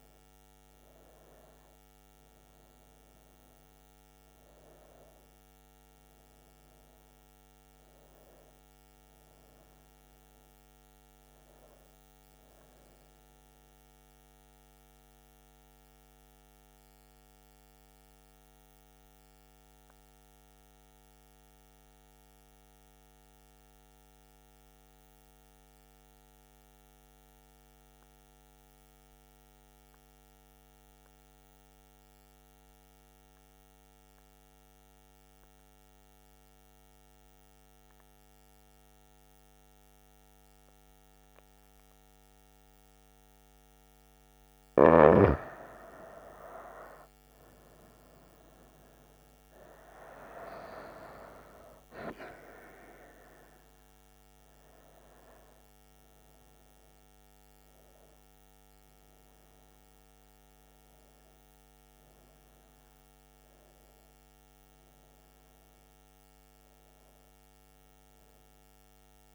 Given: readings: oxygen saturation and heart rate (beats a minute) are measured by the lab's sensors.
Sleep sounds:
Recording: breathing in sleep by a microphone on the trachea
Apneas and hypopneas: 1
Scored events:
0.00-10.00 s: oxygen desaturation (device-marked, oxygen 91% lowest, heart rate 64 extreme)
15.50-43.50 s: mixed apnea (oxygen 99% before, 91% lowest, heart rate 75 before, 64 extreme, up 9 after)
31.00-69.35 s: oxygen desaturation (device-marked, oxygen 98% before, 91% lowest, heart rate 67 before, 62 extreme)
47.50-52.00 s: arousal
From the record:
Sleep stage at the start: N2 (light sleep)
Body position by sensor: on the front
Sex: female

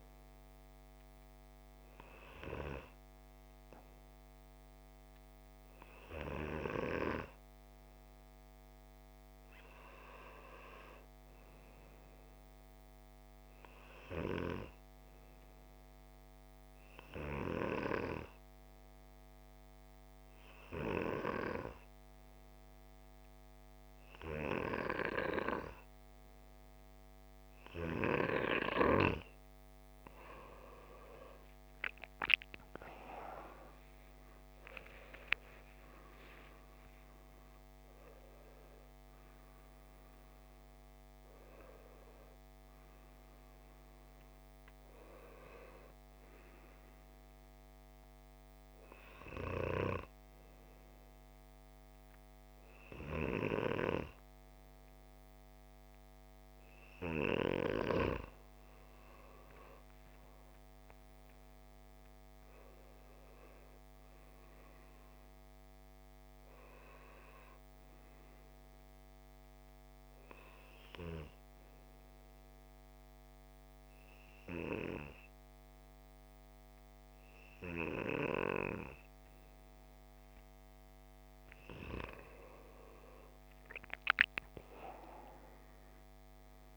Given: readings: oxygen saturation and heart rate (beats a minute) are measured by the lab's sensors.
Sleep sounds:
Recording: breathing in sleep by a microphone on the trachea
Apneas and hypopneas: 3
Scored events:
0.00-12.00 s: oxygen desaturation (device-marked, oxygen 91% lowest)
16.50-28.00 s: obstructive apnea (oxygen 97% before, 90% lowest)
34.00-38.00 s: arousal
44.00-54.00 s: oxygen desaturation (device-marked, oxygen 94% before, 90% lowest)
48.50-59.50 s: hypopnea (oxygen 96% before, 90% lowest)
61.50-65.00 s: arousal
70.50-82.00 s: obstructive apnea (oxygen 97% before, 93% lowest)
From the record:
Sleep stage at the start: N2 (light sleep)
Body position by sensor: on the left side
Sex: male

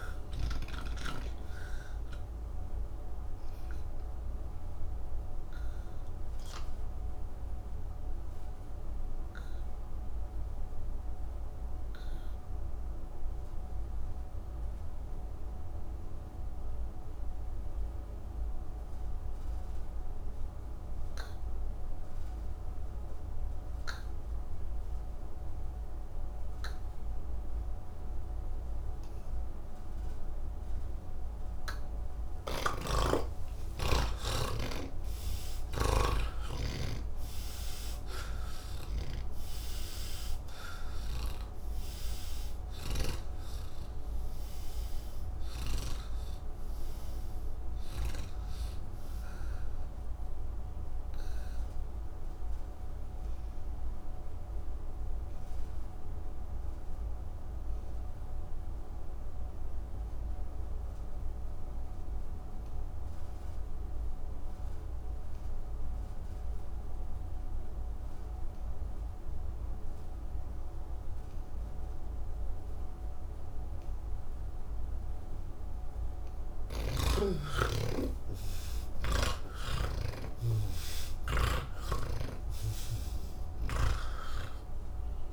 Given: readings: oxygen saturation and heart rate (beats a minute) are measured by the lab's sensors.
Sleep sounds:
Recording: breathing in sleep by a room microphone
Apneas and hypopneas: 2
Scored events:
0.00-15.50 s: oxygen desaturation (device-marked, oxygen 81% lowest, heart rate 69 extreme)
0.50-31.00 s: obstructive apnea (oxygen 99% before, 80% lowest, heart rate 178 before, 64 extreme)
26.50-37.50 s: oxygen desaturation (device-marked, oxygen 99% before, 92% lowest, heart rate 165 before, 64 extreme)
34.50-43.00 s: snoring (device-marked)
42.50-63.50 s: oxygen desaturation (device-marked, oxygen 98% before, 80% lowest, heart rate 117 before, 58 extreme)
50.00-76.00 s: obstructive apnea (oxygen 99% before, 80% lowest, heart rate 93 before, 54 extreme, up 18 after)
72.50-85.33 s: oxygen desaturation (device-marked, oxygen 98% before, 84% lowest, heart rate 146 before, 54 extreme)
76.50-80.00 s: snoring (device-marked)
82.00-85.33 s: snoring (device-marked)
From the record:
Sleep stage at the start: N3 (deep sleep)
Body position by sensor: on the back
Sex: male

